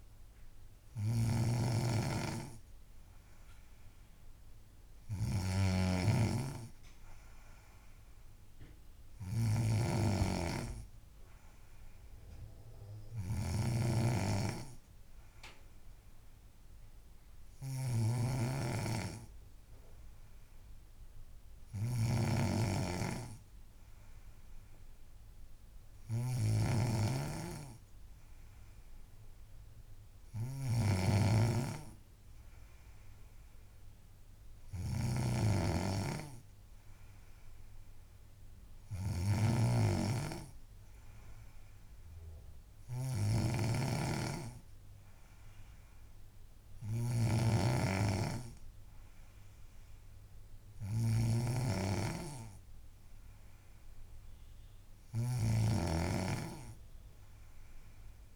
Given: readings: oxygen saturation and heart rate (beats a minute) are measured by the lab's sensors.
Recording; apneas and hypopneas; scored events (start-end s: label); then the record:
breathing in sleep by a room microphone; none
0.00-58.36 s: snoring (device-marked)
From the record:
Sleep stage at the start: N3 (deep sleep); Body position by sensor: on the back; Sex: female